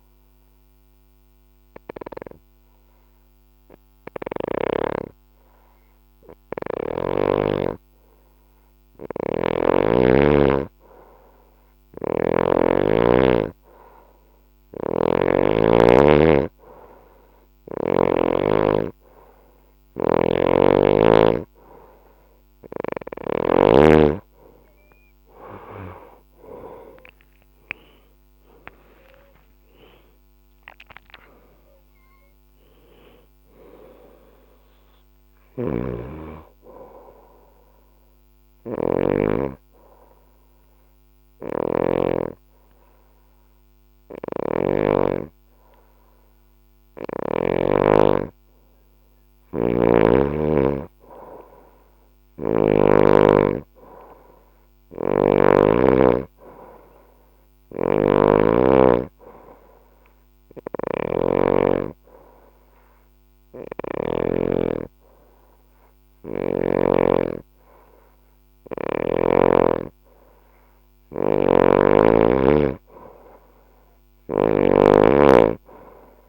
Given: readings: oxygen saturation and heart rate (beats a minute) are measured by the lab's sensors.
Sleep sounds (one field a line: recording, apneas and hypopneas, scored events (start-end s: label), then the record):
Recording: breathing in sleep by a microphone on the trachea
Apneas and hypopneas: none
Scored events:
0.00-1.00 s: bradycardia (device-marked, heart rate 57 extreme)
8.50-12.00 s: snoring (device-marked)
11.00-34.00 s: oxygen desaturation (device-marked, oxygen 98% before, 91% lowest, heart rate 63 before, 58 extreme)
14.00-17.50 s: snoring (device-marked)
19.50-23.00 s: snoring (device-marked)
26.00-32.50 s: arousal
35.00-44.50 s: snoring (device-marked)
37.00-46.00 s: bradycardia (device-marked, heart rate 66 before, 58 extreme)
49.00-52.50 s: snoring (device-marked)
54.50-64.00 s: snoring (device-marked)
57.00-65.00 s: oxygen desaturation (device-marked, oxygen 97% before, 93% lowest, heart rate 61 before, 62 extreme)
71.00-74.50 s: snoring (device-marked)
From the record:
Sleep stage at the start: N2 (light sleep)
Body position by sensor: on the left side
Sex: female